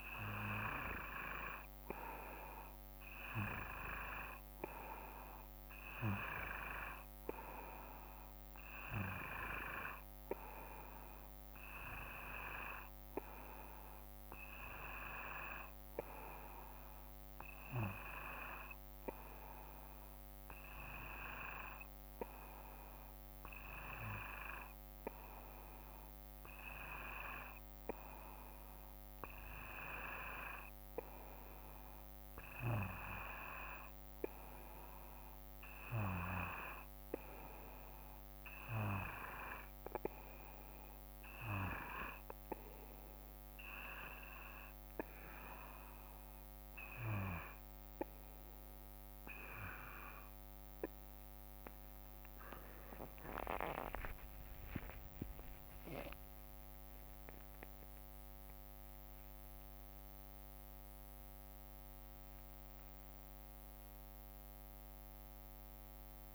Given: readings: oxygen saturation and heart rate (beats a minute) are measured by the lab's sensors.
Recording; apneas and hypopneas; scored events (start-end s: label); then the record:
breathing in sleep by a microphone on the trachea; none
0.00-1.00 s: arousal
0.00-18.00 s: oxygen desaturation (device-marked, oxygen 91% lowest, heart rate 55 extreme)
51.00-57.00 s: tachycardia (device-marked, heart rate 58 before, 140 extreme)
54.00-56.00 s: long interval between heartbeats (device-marked, heart rate 61 before, 126 extreme)
56.50-58.50 s: long interval between heartbeats (device-marked, heart rate 68 before, 128 extreme)
58.50-60.50 s: long interval between heartbeats (device-marked, heart rate 76 before, 127 extreme)
From the record:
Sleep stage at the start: N2 (light sleep); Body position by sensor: on the back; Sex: male